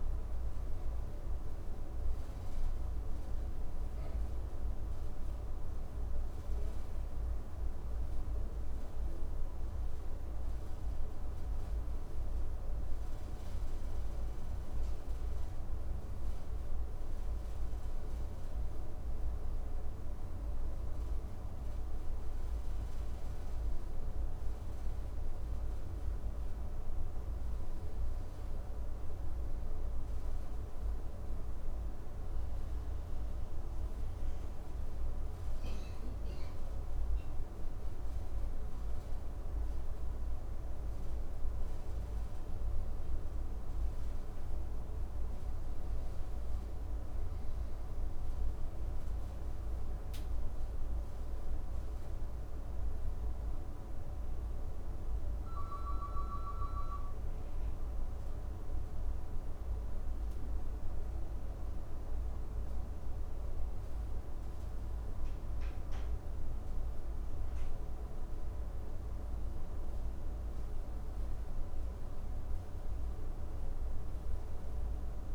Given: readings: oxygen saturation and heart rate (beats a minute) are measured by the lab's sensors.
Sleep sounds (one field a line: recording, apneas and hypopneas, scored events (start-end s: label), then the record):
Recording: breathing in sleep, hard to hear, by a room microphone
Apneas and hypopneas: none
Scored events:
55.00-75.35 s: new sleep stage, N2 (light sleep)
From the record:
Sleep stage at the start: N1 (lightest sleep)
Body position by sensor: on the right side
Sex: male